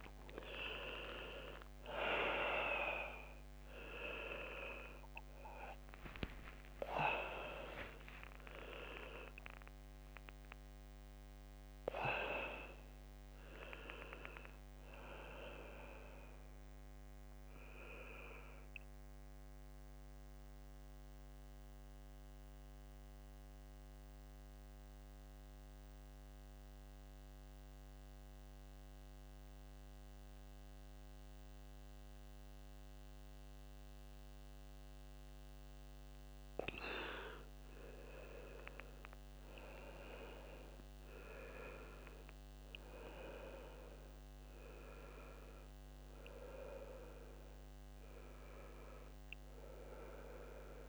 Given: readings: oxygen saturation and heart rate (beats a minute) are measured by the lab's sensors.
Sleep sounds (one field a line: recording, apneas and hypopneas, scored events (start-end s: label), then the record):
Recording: a person partly awake in a sleep study, by a microphone on the trachea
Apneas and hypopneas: 1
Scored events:
0.00-15.00 s: oxygen desaturation (device-marked, oxygen 89% lowest)
2.00-17.00 s: bradycardia (device-marked)
7.00-50.89 s: new sleep stage, N1 (lightest sleep)
20.50-36.00 s: central apnea (oxygen 99% before, 91% lowest, heart rate 53 before, 62 extreme, up 5 after)
37.00-41.00 s: arousal
40.00-50.89 s: oxygen desaturation (device-marked, oxygen 99% before, 91% lowest, heart rate 68 before, 64 extreme)
From the record:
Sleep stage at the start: awake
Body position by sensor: on the back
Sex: male